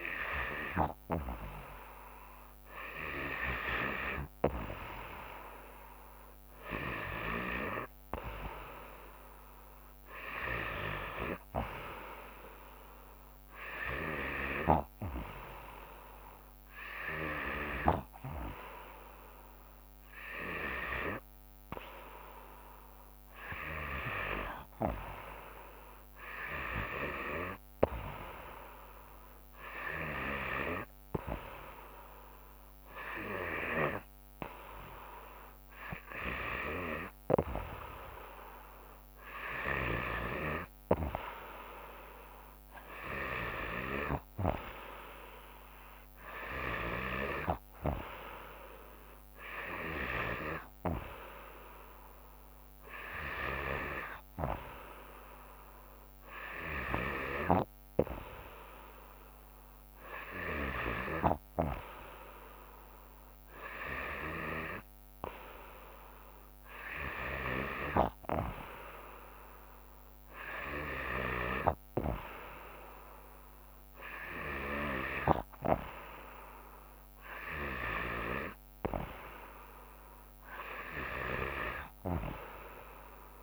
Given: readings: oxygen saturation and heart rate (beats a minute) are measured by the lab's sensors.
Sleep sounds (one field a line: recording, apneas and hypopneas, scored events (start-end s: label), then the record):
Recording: breathing in sleep by a microphone on the trachea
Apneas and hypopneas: none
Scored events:
14.50-18.00 s: snoring (device-marked)
30.00-40.00 s: snoring (device-marked)
46.50-50.50 s: snoring (device-marked)
56.50-61.00 s: snoring (device-marked)
67.00-71.50 s: snoring (device-marked)
From the record:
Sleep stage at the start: N2 (light sleep)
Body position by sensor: on the back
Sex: female